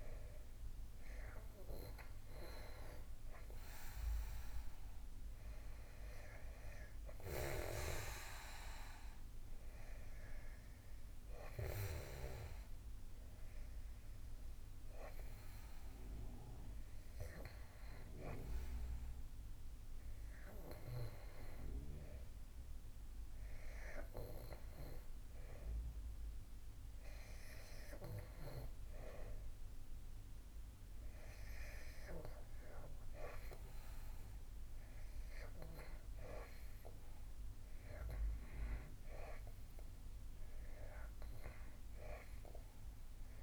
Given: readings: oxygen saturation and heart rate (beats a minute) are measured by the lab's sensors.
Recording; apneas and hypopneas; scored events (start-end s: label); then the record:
breathing in sleep by a room microphone; none
0.00-24.00 s: oxygen desaturation (device-marked, oxygen 90% lowest, heart rate 79 extreme)
From the record:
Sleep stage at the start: N2 (light sleep); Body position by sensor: on the back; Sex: male